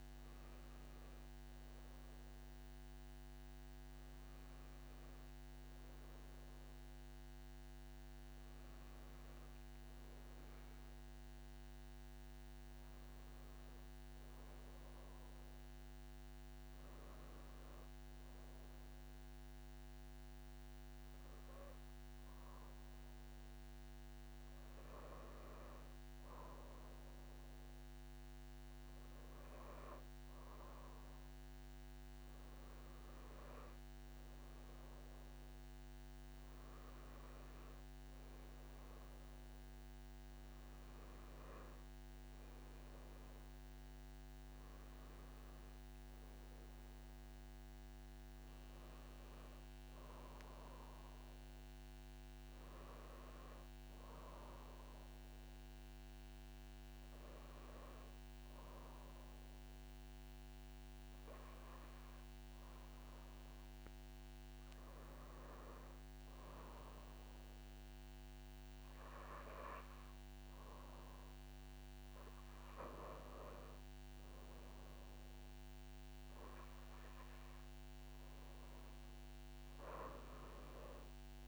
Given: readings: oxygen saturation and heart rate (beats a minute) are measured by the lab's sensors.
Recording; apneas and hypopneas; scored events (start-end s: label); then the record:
breathing in sleep, hard to hear, by a microphone on the trachea; none
79.50-81.47 s: arousal
From the record:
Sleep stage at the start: N2 (light sleep); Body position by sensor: on the back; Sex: female